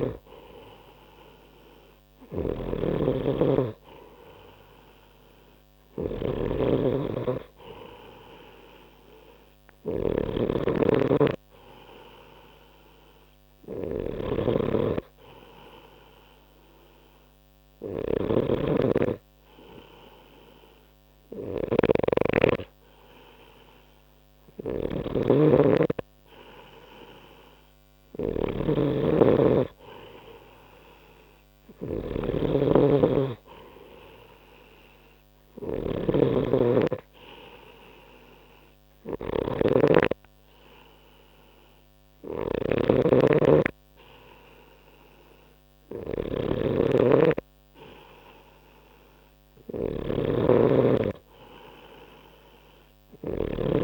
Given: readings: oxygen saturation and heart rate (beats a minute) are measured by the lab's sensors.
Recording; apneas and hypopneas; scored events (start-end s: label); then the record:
breathing in sleep by a microphone on the trachea; none
0.00-53.84 s: snoring (device-marked)
From the record:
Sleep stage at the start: N3 (deep sleep); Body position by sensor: on the right side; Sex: male